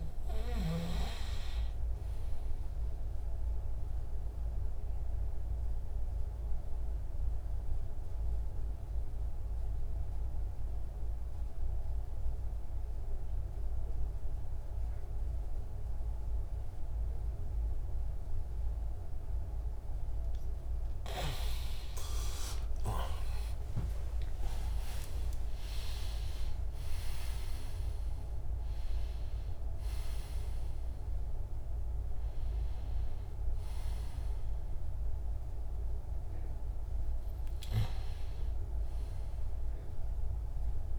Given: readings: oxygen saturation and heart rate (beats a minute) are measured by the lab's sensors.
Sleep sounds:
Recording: breathing in sleep by a room microphone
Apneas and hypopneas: 1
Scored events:
3.00-20.00 s: obstructive apnea (oxygen 98% before, 92% lowest)
21.00-24.50 s: arousal
24.00-40.98 s: oxygen desaturation (device-marked, oxygen 97% before, 92% lowest)
From the record:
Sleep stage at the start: N2 (light sleep)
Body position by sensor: on the back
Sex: male

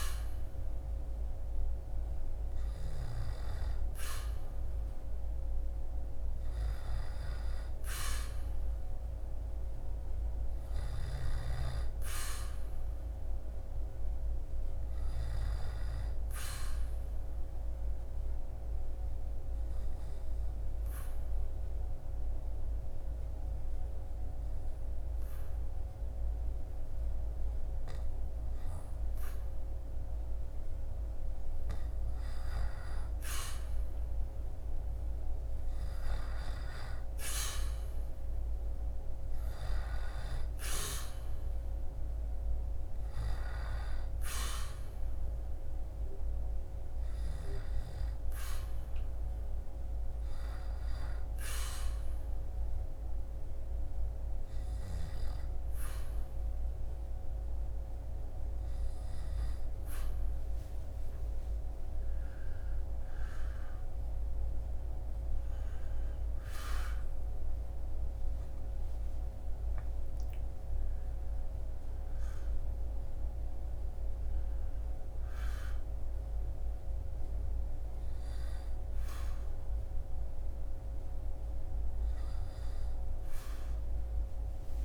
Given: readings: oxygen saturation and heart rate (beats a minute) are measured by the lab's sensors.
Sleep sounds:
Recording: breathing in sleep by a room microphone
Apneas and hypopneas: 2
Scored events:
17.00-31.00 s: obstructive apnea (oxygen 97% before, 94% lowest, heart rate 73 before, 67 extreme, up 2 after)
34.50-40.00 s: arousal
51.50-64.00 s: hypopnea (oxygen 97% before, 94% lowest, heart rate 72 before, 64 extreme, up 11 after)
67.50-72.00 s: arousal
From the record:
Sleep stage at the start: N2 (light sleep)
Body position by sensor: on the back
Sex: male

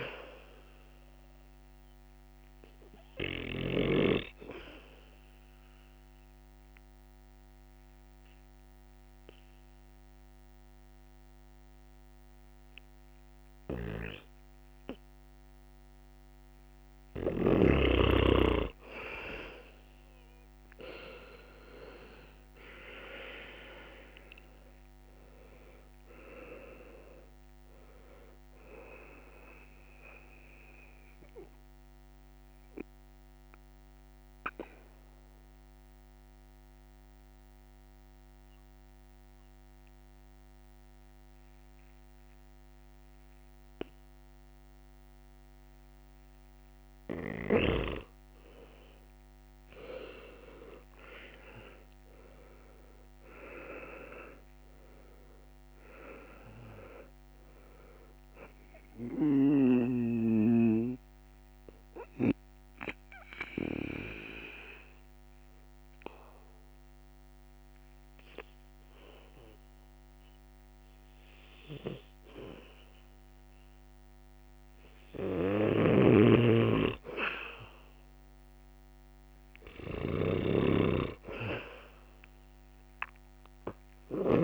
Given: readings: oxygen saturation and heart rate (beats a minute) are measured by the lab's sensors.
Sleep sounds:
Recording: breathing in sleep by a microphone on the trachea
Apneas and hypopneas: 3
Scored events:
4.00-16.00 s: obstructive apnea (oxygen 98% before, 91% lowest, heart rate 71 before, 68 extreme, up 4 after)
20.50-25.00 s: arousal
31.00-47.50 s: mixed apnea (oxygen 97% before, 91% lowest, heart rate 71 before, 69 extreme, up 6 after)
48.50-57.50 s: oxygen desaturation (device-marked, oxygen 95% before, 91% lowest, heart rate 72 before, 72 extreme)
50.00-54.50 s: arousal
59.00-71.50 s: obstructive apnea (oxygen 96% before, 91% lowest, heart rate 71 before, 68 extreme, up 0 after)
69.50-81.50 s: oxygen desaturation (device-marked, oxygen 98% before, 91% lowest, heart rate 75 before, 67 extreme)
75.50-80.50 s: snoring (device-marked)
76.00-79.00 s: arousal
From the record:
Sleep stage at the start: N2 (light sleep)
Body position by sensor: on the back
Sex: male

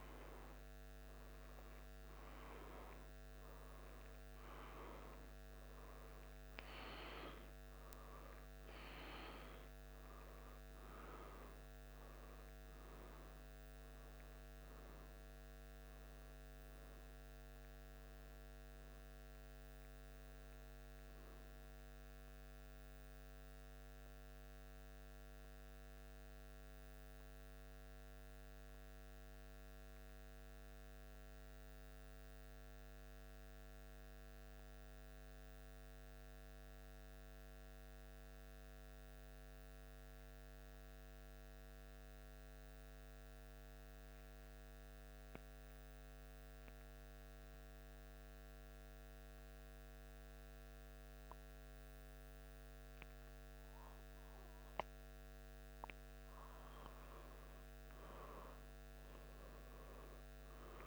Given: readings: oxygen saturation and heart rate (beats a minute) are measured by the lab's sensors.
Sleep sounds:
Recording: breathing in sleep by a microphone on the trachea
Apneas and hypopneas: 1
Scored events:
0.00-1.50 s: arousal
24.00-56.00 s: central apnea (oxygen 95% before, 91% lowest, heart rate 77 before, 73 extreme, up 0 after)
59.00-60.87 s: arousal
From the record:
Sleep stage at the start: N2 (light sleep)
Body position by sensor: on the back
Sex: male

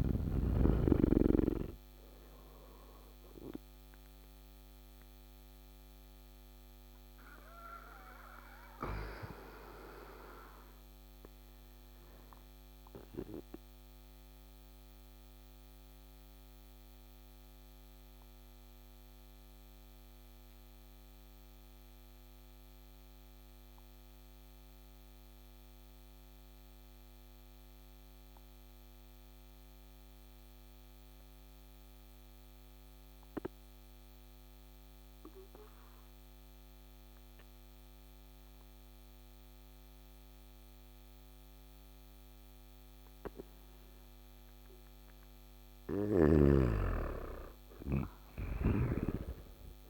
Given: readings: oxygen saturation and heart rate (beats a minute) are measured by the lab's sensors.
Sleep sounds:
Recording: breathing in sleep by a microphone on the trachea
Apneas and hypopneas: 1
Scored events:
0.00-19.50 s: oxygen desaturation (device-marked, oxygen 92% lowest, heart rate 52 extreme)
13.50-43.50 s: obstructive apnea (oxygen 96% before, 92% lowest, heart rate 63 before, 52 extreme, up 14 after)
37.50-49.90 s: oxygen desaturation (device-marked, oxygen 99% before, 93% lowest, heart rate 54 before, 53 extreme)
47.00-49.90 s: arousal
47.50-49.90 s: snoring (device-marked)
From the record:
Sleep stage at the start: N2 (light sleep)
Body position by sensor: on the back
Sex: male

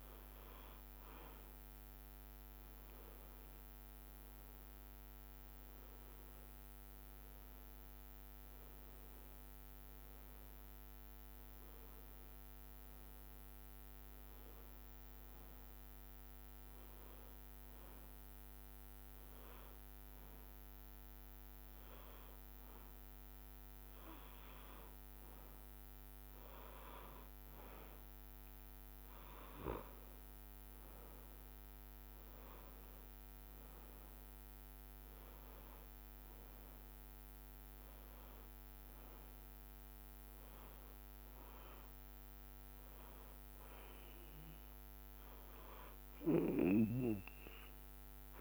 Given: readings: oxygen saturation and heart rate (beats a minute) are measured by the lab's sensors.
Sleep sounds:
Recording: breathing in sleep by a microphone on the trachea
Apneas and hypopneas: none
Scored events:
47.00-48.41 s: arousal
47.00-48.41 s: new sleep stage, N1 (lightest sleep)
From the record:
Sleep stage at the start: N2 (light sleep)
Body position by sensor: on the back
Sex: male

